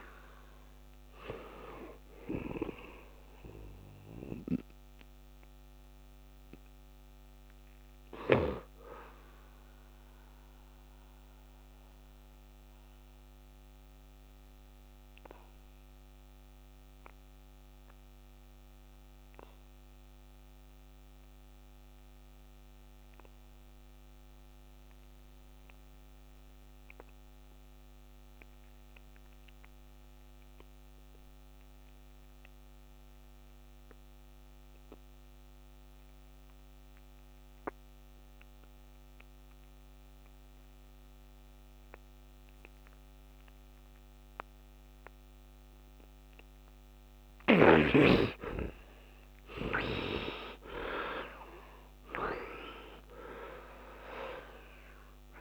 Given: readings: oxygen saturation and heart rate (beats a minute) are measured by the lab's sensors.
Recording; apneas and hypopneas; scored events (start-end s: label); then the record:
breathing in sleep by a microphone on the trachea; 1
0.00-27.50 s: oxygen desaturation (device-marked, oxygen 56% lowest, heart rate 63 extreme)
10.00-46.00 s: obstructive apnea (oxygen 97% before, 53% lowest, heart rate 76 before, 62 extreme, up 19 after)
29.50-55.41 s: oxygen desaturation (device-marked, oxygen 98% before, 53% lowest, heart rate 70 before, 62 extreme)
48.50-53.00 s: arousal
From the record:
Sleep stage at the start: N2 (light sleep); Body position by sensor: on the right side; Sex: male